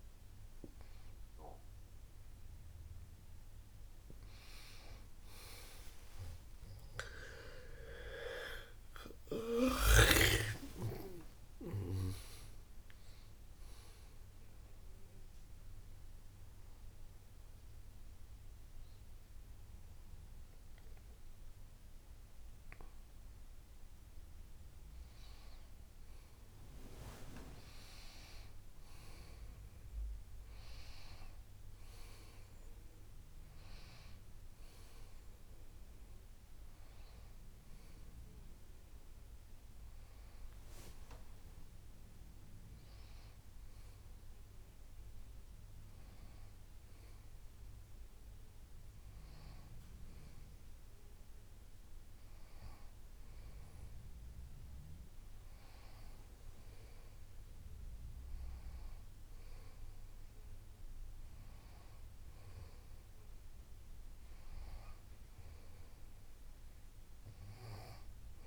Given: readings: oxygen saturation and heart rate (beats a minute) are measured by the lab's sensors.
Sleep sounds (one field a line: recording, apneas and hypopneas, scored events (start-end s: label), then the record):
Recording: a person partly awake in a sleep study, by a room microphone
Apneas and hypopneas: none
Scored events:
29.00-59.00 s: new sleep stage, N1 (lightest sleep)
59.00-68.47 s: new sleep stage, N2 (light sleep)
From the record:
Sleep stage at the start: awake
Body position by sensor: on the back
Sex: female